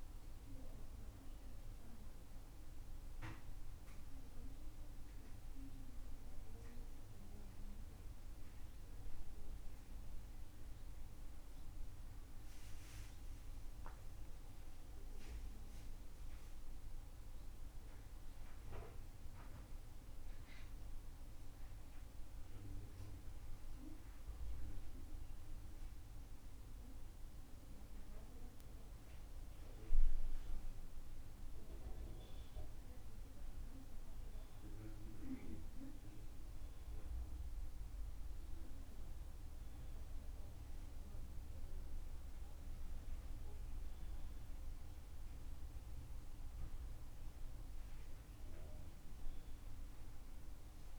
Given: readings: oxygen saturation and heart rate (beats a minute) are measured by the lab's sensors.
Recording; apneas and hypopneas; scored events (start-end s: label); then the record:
breathing in sleep, hard to hear, by a room microphone; none
none scored
From the record:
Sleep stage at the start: N2 (light sleep); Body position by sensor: on the back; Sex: male